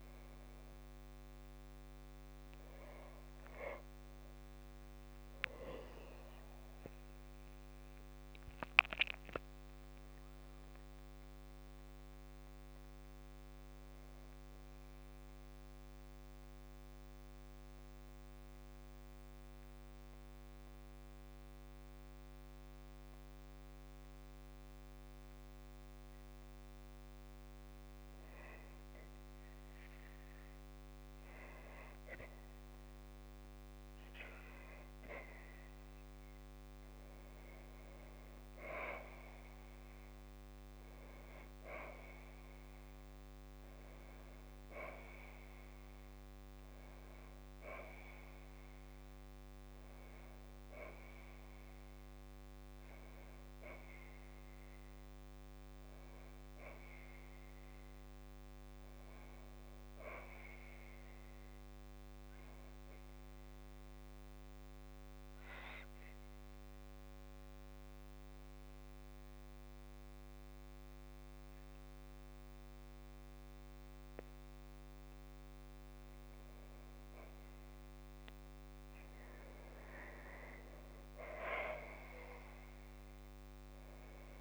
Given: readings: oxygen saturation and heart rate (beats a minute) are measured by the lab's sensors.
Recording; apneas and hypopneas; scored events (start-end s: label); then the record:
breathing in sleep by a microphone on the trachea; 2
5.50-10.00 s: arousal
17.00-29.50 s: mixed apnea (oxygen 97% before, 95% lowest, heart rate 61 before, 57 extreme, up 4 after)
36.00-40.50 s: arousal
64.50-76.00 s: mixed apnea (oxygen 98% before, 95% lowest, heart rate 59 before, 59 extreme, up 4 after)
78.50-81.50 s: arousal
From the record:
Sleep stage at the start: N2 (light sleep); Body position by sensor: on the back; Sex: female